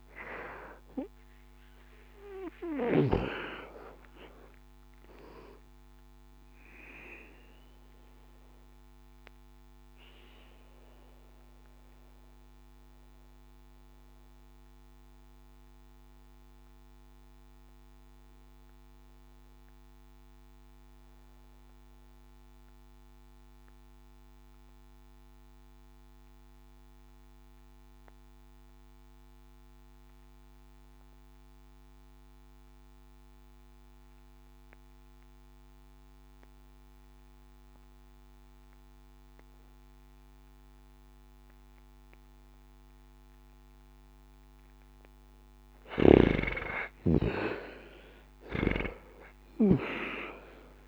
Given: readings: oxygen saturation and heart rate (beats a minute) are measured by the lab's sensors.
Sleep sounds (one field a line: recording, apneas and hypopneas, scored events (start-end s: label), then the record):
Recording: breathing in sleep by a microphone on the trachea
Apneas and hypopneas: 1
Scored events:
0.00-21.00 s: oxygen desaturation (device-marked, oxygen 73% lowest, heart rate 50 extreme)
8.00-46.50 s: mixed apnea (oxygen 90% before, 73% lowest, heart rate 87 before, 60 extreme)
44.00-50.88 s: oxygen desaturation (device-marked, oxygen 99% before, 79% lowest, heart rate 60 before, 64 extreme)
48.00-50.88 s: new sleep stage, awake
From the record:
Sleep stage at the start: N2 (light sleep)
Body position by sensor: on the back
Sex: male